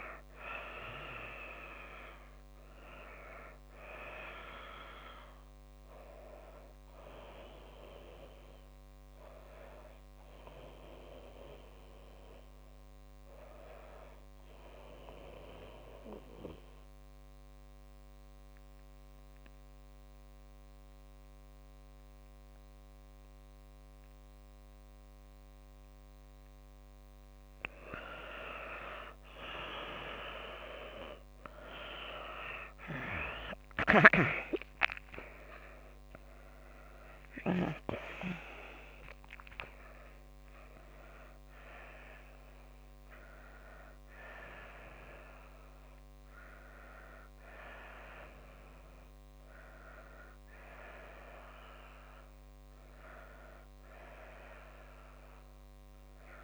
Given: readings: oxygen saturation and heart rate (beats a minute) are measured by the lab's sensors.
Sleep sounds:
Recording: breathing in sleep by a microphone on the trachea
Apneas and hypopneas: 1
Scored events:
0.00-1.50 s: arousal
6.50-24.50 s: oxygen desaturation (device-marked, oxygen 93% before, 87% lowest)
15.00-27.50 s: obstructive apnea (oxygen 93% before, 86% lowest)
30.50-34.50 s: arousal
38.50-56.44 s: oxygen desaturation (device-marked, oxygen 95% before, 86% lowest)
39.50-56.44 s: new sleep stage, N1 (lightest sleep)
From the record:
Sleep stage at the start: N2 (light sleep)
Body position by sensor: on the left side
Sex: female

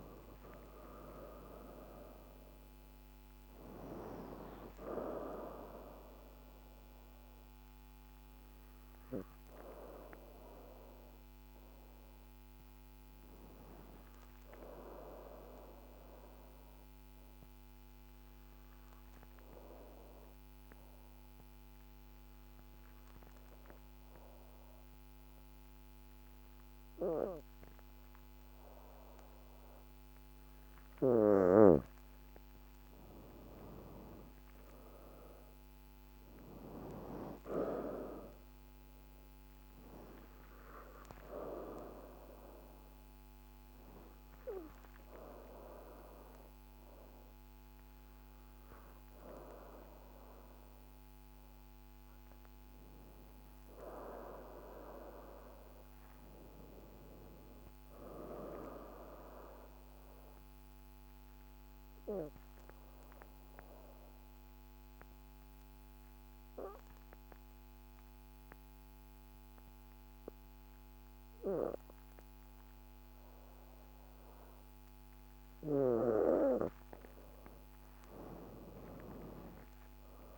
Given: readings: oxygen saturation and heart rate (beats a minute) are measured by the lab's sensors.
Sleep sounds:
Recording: breathing in sleep by a microphone on the trachea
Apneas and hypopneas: 3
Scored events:
0.00-20.00 s: oxygen desaturation (device-marked, oxygen 83% lowest, heart rate 52 extreme)
6.00-31.50 s: obstructive apnea (oxygen 95% before, 82% lowest, heart rate 59 before, 52 extreme, up 5 after)
32.50-36.00 s: arousal
34.00-56.00 s: oxygen desaturation (device-marked, oxygen 98% before, 82% lowest, heart rate 53 before, 49 extreme)
41.00-52.00 s: obstructive apnea (oxygen 98% before, 82% lowest, heart rate 55 before, 49 extreme, up 3 after)
52.00-55.50 s: arousal
60.50-76.00 s: obstructive apnea (oxygen 98% before, 82% lowest, heart rate 58 before, 49 extreme, up 9 after)
77.50-80.38 s: arousal
78.00-80.38 s: oxygen desaturation (device-marked, oxygen 95% before, 82% lowest, heart rate 52 before, 53 extreme)
From the record:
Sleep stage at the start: N2 (light sleep)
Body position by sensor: on the back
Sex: female

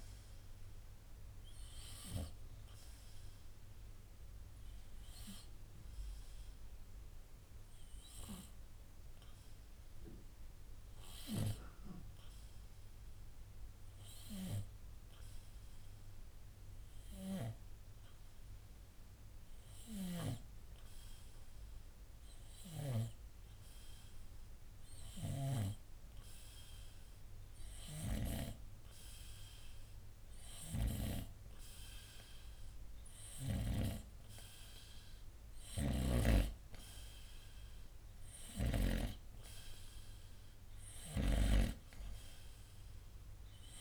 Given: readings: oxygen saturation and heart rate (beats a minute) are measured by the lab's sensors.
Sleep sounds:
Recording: breathing in sleep by a room microphone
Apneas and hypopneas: 1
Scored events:
5.00-33.00 s: hypopnea (oxygen 93% before, 90% lowest, heart rate 67 before, 60 extreme, up 4 after)
34.50-37.00 s: arousal
38.00-43.81 s: oxygen desaturation (device-marked, oxygen 96% before, 90% lowest, heart rate 64 before, 64 extreme)
From the record:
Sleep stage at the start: N2 (light sleep)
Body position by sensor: on the front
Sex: male

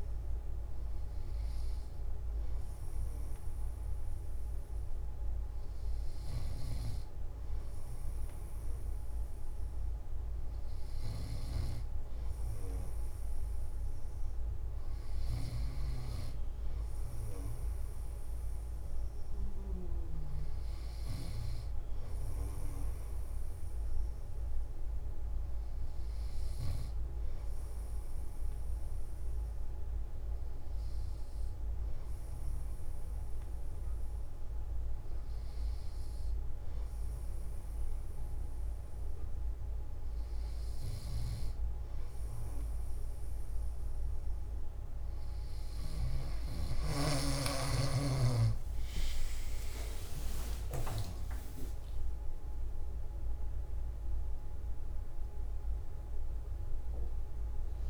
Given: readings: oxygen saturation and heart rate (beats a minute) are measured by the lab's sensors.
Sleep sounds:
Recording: breathing in sleep by a room microphone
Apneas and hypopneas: none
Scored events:
44.00-57.90 s: new sleep stage, N1 (lightest sleep)
From the record:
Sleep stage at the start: N3 (deep sleep)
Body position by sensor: on the back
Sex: male

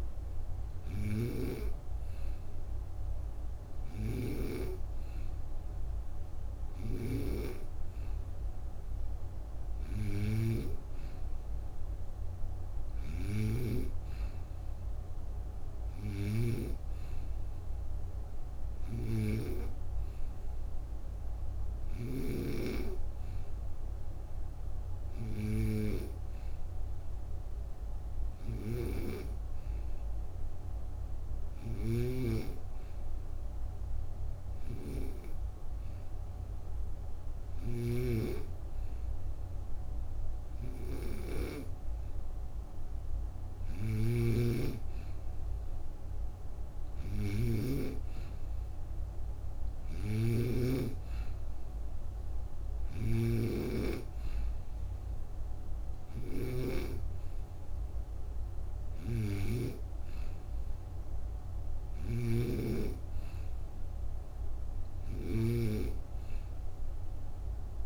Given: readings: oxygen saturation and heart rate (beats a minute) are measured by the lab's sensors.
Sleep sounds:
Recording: breathing in sleep by a room microphone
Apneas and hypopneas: 1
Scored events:
0.00-7.00 s: snoring (device-marked)
28.00-37.50 s: snoring (device-marked)
32.50-44.00 s: hypopnea (oxygen 94% before, 91% lowest)
43.50-59.50 s: snoring (device-marked)
46.50-49.50 s: arousal
61.50-67.85 s: snoring (device-marked)
From the record:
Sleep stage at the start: N2 (light sleep)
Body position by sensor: on the right side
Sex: female

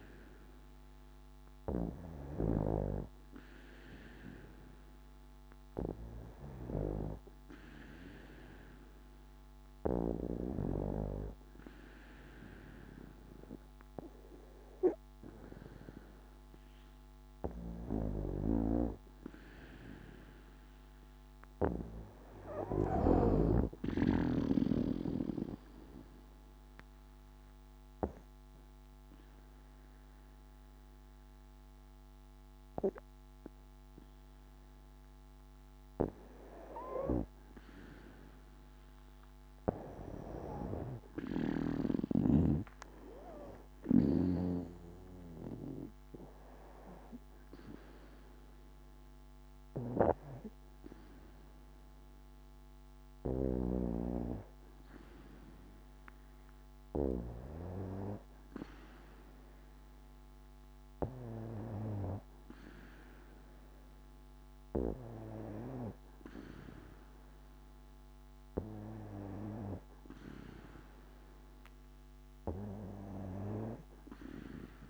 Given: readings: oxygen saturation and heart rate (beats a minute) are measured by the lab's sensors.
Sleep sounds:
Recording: breathing in sleep by a microphone on the trachea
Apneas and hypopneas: 1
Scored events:
23.50-34.50 s: obstructive apnea (oxygen 95% before, 92% lowest, heart rate 65 before, 59 extreme, up 6 after)
37.50-42.00 s: arousal
52.50-63.50 s: oxygen desaturation (device-marked, oxygen 96% before, 92% lowest, heart rate 65 before, 60 extreme)
From the record:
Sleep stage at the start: N2 (light sleep)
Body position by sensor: on the back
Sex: female

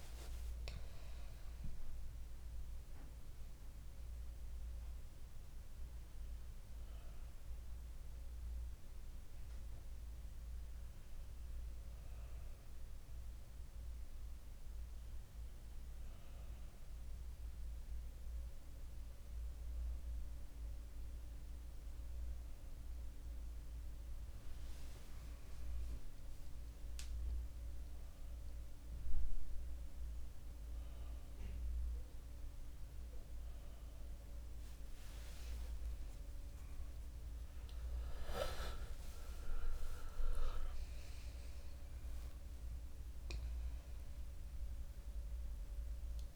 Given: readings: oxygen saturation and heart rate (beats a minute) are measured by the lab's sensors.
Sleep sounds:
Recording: breathing in sleep by a room microphone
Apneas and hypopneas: none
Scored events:
0.00-5.00 s: arousal
30.00-46.36 s: oxygen desaturation (device-marked, oxygen 97% before, 94% lowest, heart rate 67 before, 64 extreme)
35.00-40.00 s: arousal
From the record:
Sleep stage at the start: N2 (light sleep)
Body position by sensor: on the back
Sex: male

